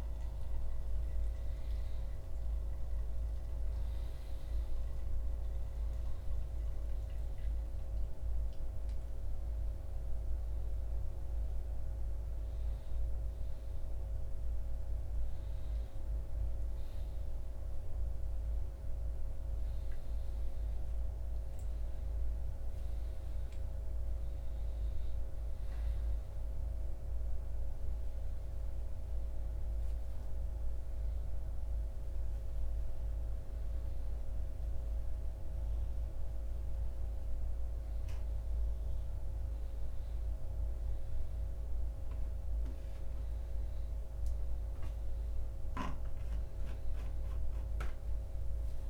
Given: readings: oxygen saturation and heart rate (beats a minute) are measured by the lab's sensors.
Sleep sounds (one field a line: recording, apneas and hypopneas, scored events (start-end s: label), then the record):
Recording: a person awake in a sleep study, hard to hear, by a room microphone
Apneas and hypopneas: none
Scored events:
none scored
From the record:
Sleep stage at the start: awake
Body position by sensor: upright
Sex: male